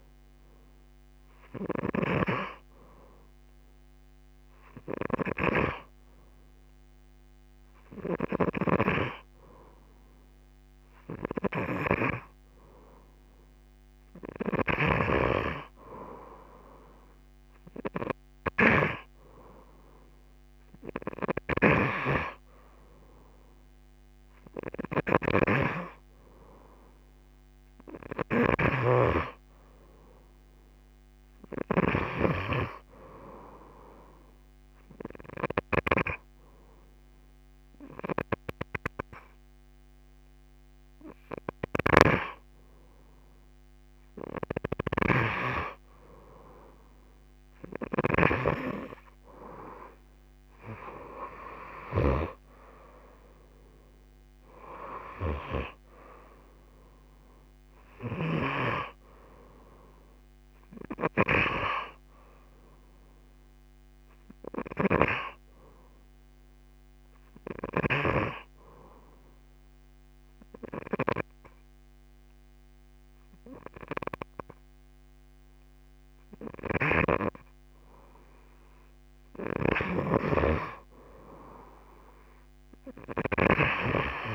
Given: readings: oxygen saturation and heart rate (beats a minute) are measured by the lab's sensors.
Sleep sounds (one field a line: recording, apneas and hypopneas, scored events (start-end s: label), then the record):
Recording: breathing in sleep by a microphone on the trachea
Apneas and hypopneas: 2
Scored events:
0.00-14.50 s: oxygen desaturation (device-marked, oxygen 88% lowest)
28.50-32.00 s: snoring (device-marked)
34.50-46.00 s: hypopnea (oxygen 94% before, 87% lowest)
48.00-51.50 s: arousal
51.50-78.50 s: oxygen desaturation (device-marked, oxygen 93% before, 87% lowest)
67.00-78.00 s: obstructive apnea (oxygen 93% before, 87% lowest)
80.50-84.00 s: arousal
From the record:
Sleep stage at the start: N2 (light sleep)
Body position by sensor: on the right side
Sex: female